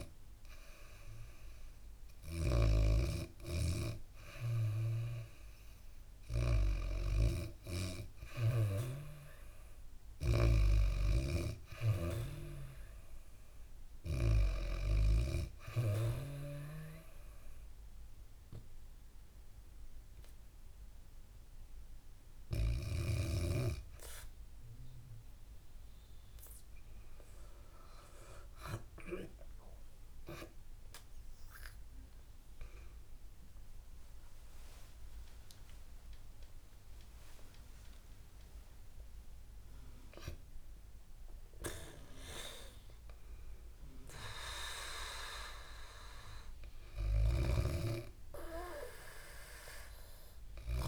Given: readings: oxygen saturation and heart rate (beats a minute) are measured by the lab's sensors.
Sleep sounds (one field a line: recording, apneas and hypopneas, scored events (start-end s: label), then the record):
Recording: breathing in sleep by a room microphone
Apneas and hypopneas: 1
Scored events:
0.00-2.00 s: snoring (device-marked)
0.00-4.50 s: arousal
6.50-28.50 s: oxygen desaturation (device-marked, oxygen 97% before, 93% lowest, heart rate 71 before, 70 extreme)
9.50-14.50 s: snoring (device-marked)
12.50-50.88 s: new sleep stage, N2 (light sleep)
16.00-26.00 s: hypopnea (oxygen 97% before, 93% lowest, heart rate 69 before, 73 extreme, up 24 after)
32.50-37.00 s: arousal
46.50-50.50 s: snoring (device-marked)
From the record:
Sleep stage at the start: REM sleep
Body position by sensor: on the back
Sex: female